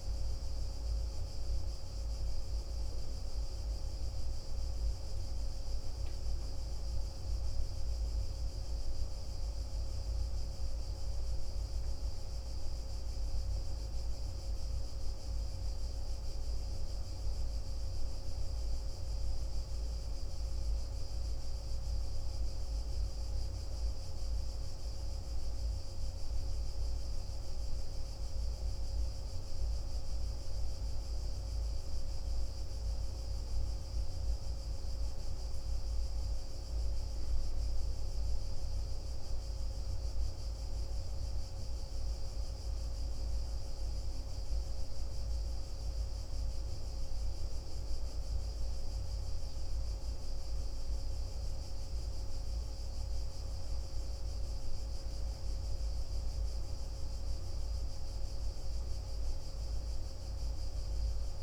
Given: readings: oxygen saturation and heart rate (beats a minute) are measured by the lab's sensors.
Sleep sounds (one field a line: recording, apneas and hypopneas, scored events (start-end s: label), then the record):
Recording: breathing in sleep, hard to hear, by a room microphone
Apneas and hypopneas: none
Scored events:
0.00-2.50 s: arousal
58.00-61.43 s: new sleep stage, awake
From the record:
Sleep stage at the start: N1 (lightest sleep)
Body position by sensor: on the back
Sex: male